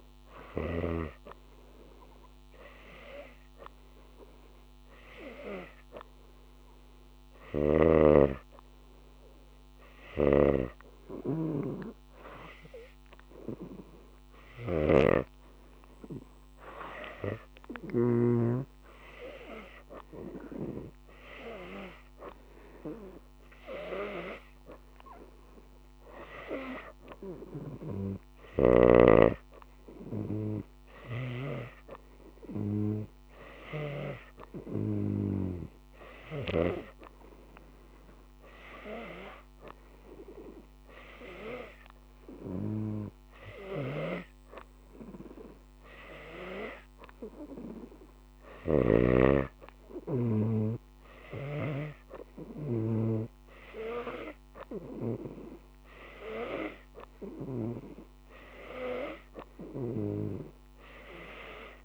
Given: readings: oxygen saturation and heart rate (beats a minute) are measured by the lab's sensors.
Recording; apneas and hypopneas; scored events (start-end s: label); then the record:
breathing in sleep by a microphone on the trachea; none
0.00-1.00 s: snoring (device-marked)
10.00-18.50 s: snoring (device-marked)
From the record:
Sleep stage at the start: N2 (light sleep); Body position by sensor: on the right side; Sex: female